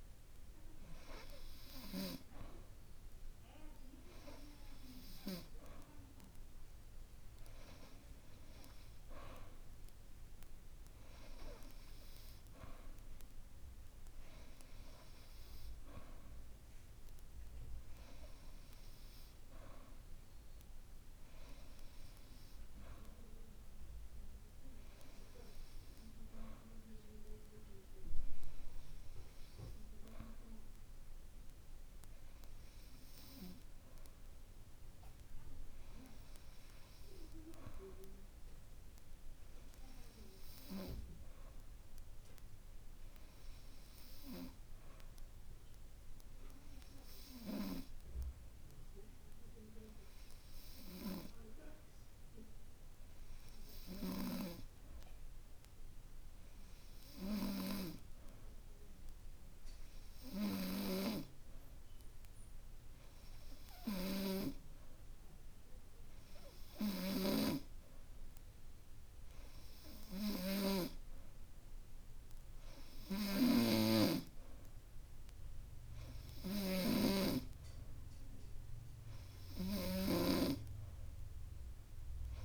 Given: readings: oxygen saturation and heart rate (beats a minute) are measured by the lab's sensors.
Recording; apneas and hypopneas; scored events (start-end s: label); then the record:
breathing in sleep by a room microphone; 1
47.50-72.00 s: hypopnea (oxygen 94% before, 90% lowest, heart rate 50 before, 51 extreme, up 1 after)
74.50-77.50 s: arousal
From the record:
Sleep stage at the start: N2 (light sleep); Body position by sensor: on the back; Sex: male